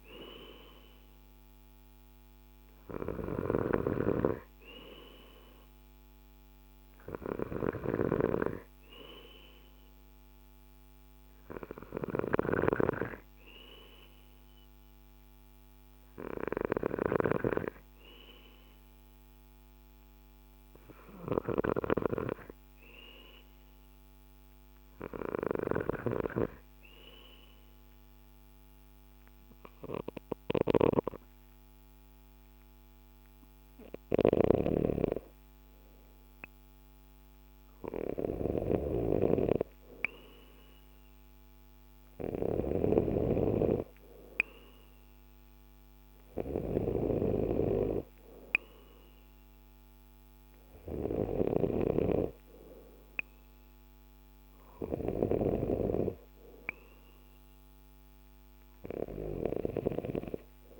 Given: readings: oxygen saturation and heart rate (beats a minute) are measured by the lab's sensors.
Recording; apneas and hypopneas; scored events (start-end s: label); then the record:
breathing in sleep by a microphone on the trachea; 1
12.00-16.00 s: arousal
21.00-34.00 s: hypopnea (oxygen 95% before, 93% lowest, heart rate 50 before, 50 extreme, up 0 after)
34.00-51.50 s: snoring (device-marked)
37.50-41.50 s: arousal
From the record:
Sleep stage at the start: N2 (light sleep); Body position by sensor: on the left side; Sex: male